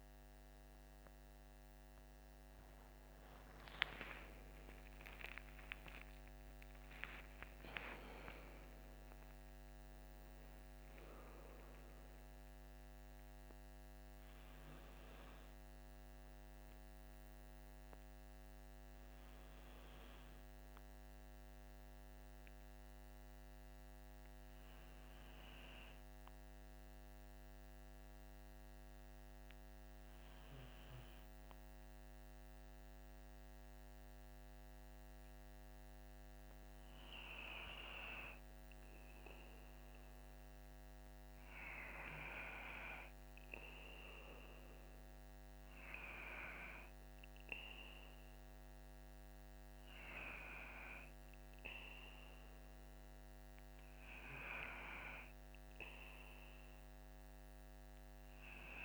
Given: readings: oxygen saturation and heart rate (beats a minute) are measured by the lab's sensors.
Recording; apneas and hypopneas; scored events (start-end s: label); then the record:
breathing in sleep by a microphone on the trachea; none
0.00-9.00 s: oxygen desaturation (device-marked, oxygen 95% lowest, heart rate 52 extreme)
2.50-8.00 s: arousal
From the record:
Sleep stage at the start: N2 (light sleep); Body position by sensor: on the back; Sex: male